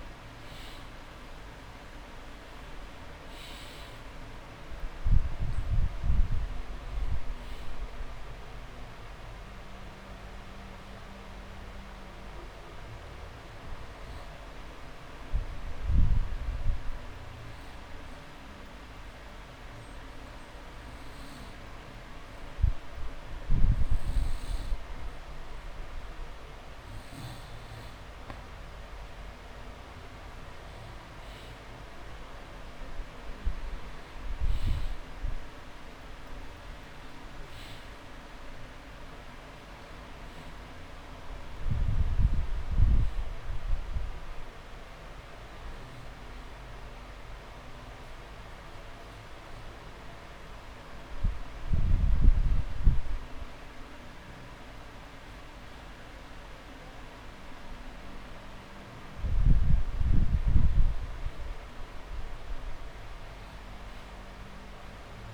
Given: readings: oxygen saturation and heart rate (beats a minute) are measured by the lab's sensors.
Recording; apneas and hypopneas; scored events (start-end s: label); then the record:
breathing in sleep, hard to hear, by a room microphone; 2
0.00-2.50 s: arousal
7.50-28.50 s: oxygen desaturation (device-marked, oxygen 98% before, 93% lowest)
19.00-29.00 s: obstructive apnea (oxygen 98% before, 92% lowest)
30.00-32.00 s: long interval between heartbeats (device-marked)
30.00-33.50 s: arousal
42.50-57.50 s: oxygen desaturation (device-marked, oxygen 97% before, 92% lowest)
45.00-55.00 s: hypopnea (oxygen 97% before, 92% lowest)
56.50-59.00 s: arousal
From the record:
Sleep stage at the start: N2 (light sleep); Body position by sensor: on the back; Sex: male